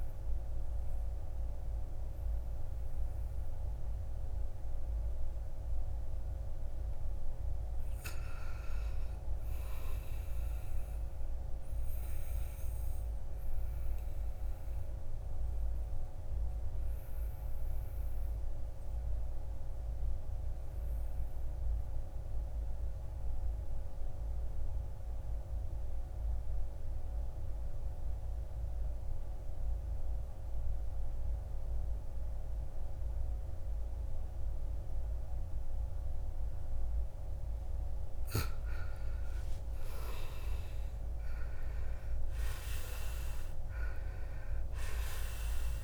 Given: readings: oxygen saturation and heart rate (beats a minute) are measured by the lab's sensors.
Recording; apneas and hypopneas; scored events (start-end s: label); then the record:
breathing in sleep, hard to hear, by a room microphone; 1
0.00-7.50 s: oxygen desaturation (device-marked, oxygen 79% lowest, heart rate 52 extreme)
8.00-11.00 s: arousal
13.00-37.00 s: obstructive apnea (oxygen 99% before, 81% lowest, heart rate 56 before, 52 extreme, up 15 after)
33.50-45.83 s: oxygen desaturation (device-marked, oxygen 96% before, 81% lowest, heart rate 56 before, 52 extreme)
39.00-42.50 s: arousal
From the record:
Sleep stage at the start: N2 (light sleep); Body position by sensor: on the back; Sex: male